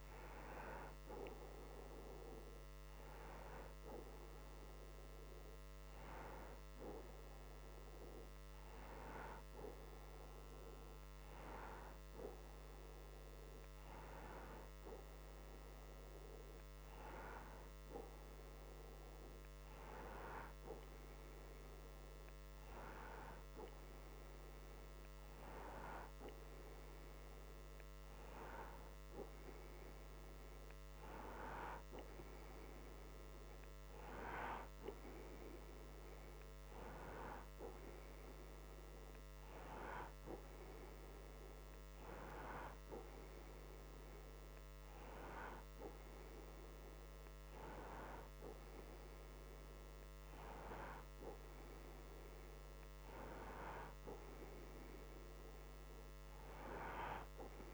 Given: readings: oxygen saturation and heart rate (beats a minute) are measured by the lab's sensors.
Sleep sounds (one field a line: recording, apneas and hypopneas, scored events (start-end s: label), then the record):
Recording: breathing in sleep by a microphone on the trachea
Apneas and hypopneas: none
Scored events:
none scored
From the record:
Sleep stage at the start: N2 (light sleep)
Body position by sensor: on the right side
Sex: male